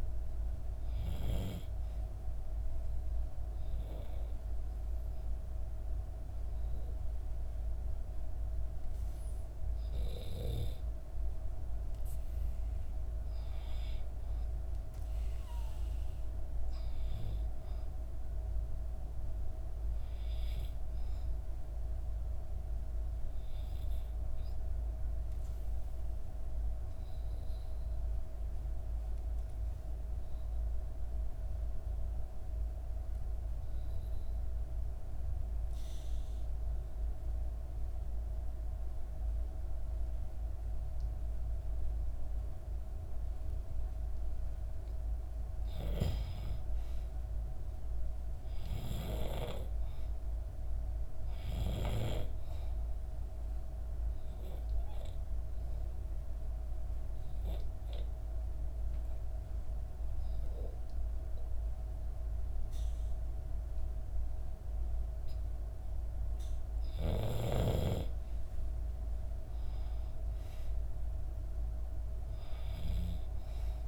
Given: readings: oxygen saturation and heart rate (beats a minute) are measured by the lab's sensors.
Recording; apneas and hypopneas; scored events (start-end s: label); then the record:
breathing in sleep by a room microphone; 3
0.00-19.00 s: oxygen desaturation (device-marked, oxygen 89% lowest, heart rate 64 extreme)
2.00-12.50 s: obstructive apnea (oxygen 96% before, 89% lowest, heart rate 64 before, 64 extreme, up 0 after)
16.00-19.50 s: arousal
24.00-44.50 s: obstructive apnea (oxygen 97% before, 92% lowest, heart rate 65 before, 63 extreme, up 2 after)
45.50-49.00 s: arousal
47.00-66.00 s: oxygen desaturation (device-marked, oxygen 97% before, 92% lowest, heart rate 65 before, 63 extreme)
53.00-65.50 s: obstructive apnea (oxygen 97% before, 92% lowest, heart rate 65 before, 63 extreme, up 4 after)
68.00-72.00 s: arousal
From the record:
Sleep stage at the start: N2 (light sleep); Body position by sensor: on the back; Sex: female